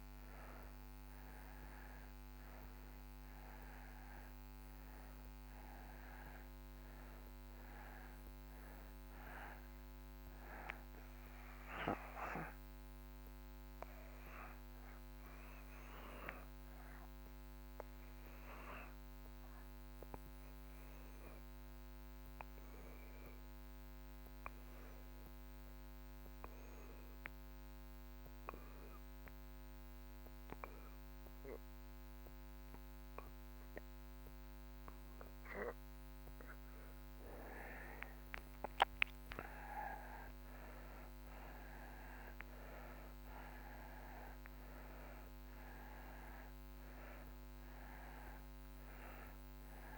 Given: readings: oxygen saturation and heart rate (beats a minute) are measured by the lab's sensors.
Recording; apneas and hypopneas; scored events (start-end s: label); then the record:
breathing in sleep by a microphone on the trachea; 1
0.00-2.00 s: arousal
9.50-34.50 s: oxygen desaturation (device-marked, oxygen 95% before, 86% lowest)
12.50-37.00 s: obstructive apnea (oxygen 96% before, 78% lowest)
38.50-43.00 s: arousal
45.50-49.98 s: oxygen desaturation (device-marked, oxygen 94% before, 78% lowest)
From the record:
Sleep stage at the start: N2 (light sleep); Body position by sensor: on the back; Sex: male